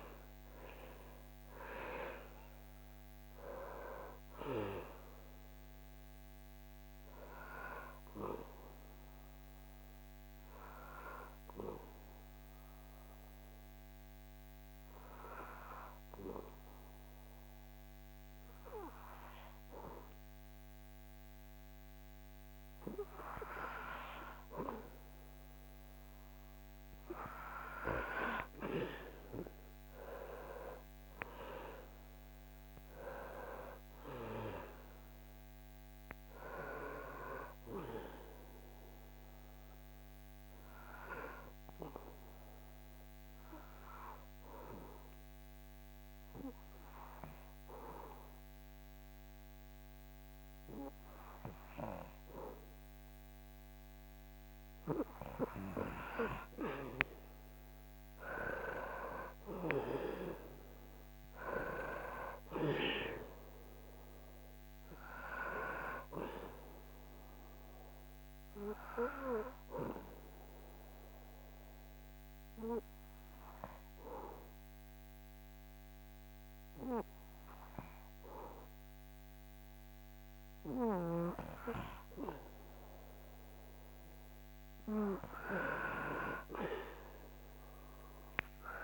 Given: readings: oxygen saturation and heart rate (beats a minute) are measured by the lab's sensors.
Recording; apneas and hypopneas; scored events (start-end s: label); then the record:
breathing in sleep by a microphone on the trachea; 3
0.00-1.00 s: arousal
1.00-15.00 s: oxygen desaturation (device-marked, oxygen 97% before, 94% lowest, heart rate 65 before, 61 extreme)
7.00-25.00 s: obstructive apnea (oxygen 98% before, 94% lowest, heart rate 67 before, 62 extreme, up 7 after)
28.50-32.00 s: arousal
39.00-55.00 s: obstructive apnea (oxygen 98% before, 95% lowest, heart rate 68 before, 61 extreme, up 14 after)
58.00-61.50 s: arousal
68.00-83.50 s: obstructive apnea (oxygen 98% before, 95% lowest, heart rate 69 before, 58 extreme, up 7 after)
86.50-88.84 s: arousal
From the record:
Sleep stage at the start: N2 (light sleep); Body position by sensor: on the back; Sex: male